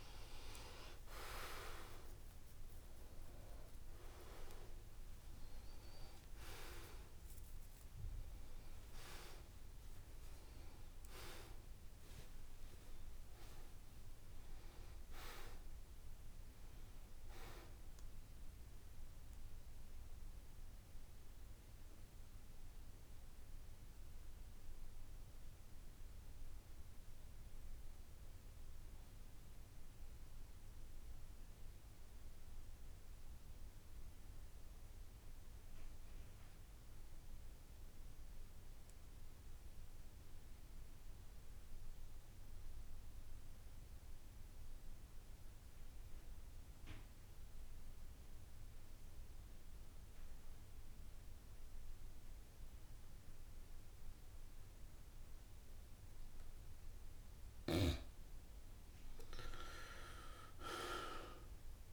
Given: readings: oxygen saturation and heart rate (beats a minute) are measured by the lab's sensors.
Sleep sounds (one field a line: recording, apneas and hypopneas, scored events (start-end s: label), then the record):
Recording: breathing in sleep by a room microphone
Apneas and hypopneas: 1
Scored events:
0.00-22.50 s: oxygen desaturation (device-marked, oxygen 80% lowest, heart rate 68 extreme)
20.50-57.50 s: obstructive apnea (oxygen 89% before, 79% lowest, heart rate 74 before, 68 extreme, up 12 after)
40.50-61.93 s: oxygen desaturation (device-marked, oxygen 96% before, 79% lowest, heart rate 70 before, 65 extreme)
From the record:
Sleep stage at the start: N2 (light sleep)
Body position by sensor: on the back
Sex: male